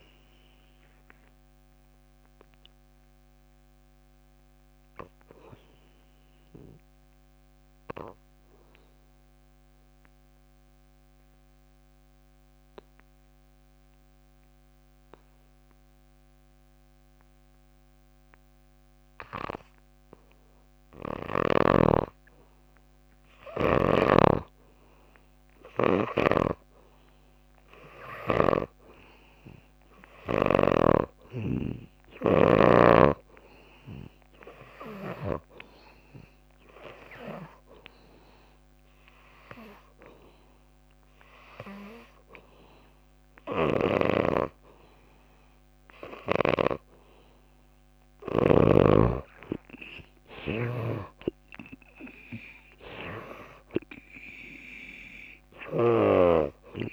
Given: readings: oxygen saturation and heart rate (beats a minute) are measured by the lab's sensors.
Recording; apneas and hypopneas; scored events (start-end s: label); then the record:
breathing in sleep by a microphone on the trachea; 2
0.00-1.00 s: arousal
3.00-21.00 s: obstructive apnea (oxygen 96% before, 81% lowest, heart rate 63 before, 60 extreme, up 6 after)
5.50-14.50 s: drop in pulse transit time (device-marked, heart rate 63 before, 60 extreme)
22.50-25.50 s: arousal
23.50-48.50 s: oxygen desaturation (device-marked, oxygen 97% before, 81% lowest, heart rate 61 before, 60 extreme)
26.00-31.00 s: snoring (device-marked)
38.50-48.50 s: hypopnea (oxygen 97% before, 78% lowest, heart rate 66 before, 60 extreme, up 11 after)
51.00-53.00 s: long interval between heartbeats (device-marked, heart rate 68 before, 75 extreme)
52.50-56.50 s: arousal
From the record:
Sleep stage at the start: N2 (light sleep); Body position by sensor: on the back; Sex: female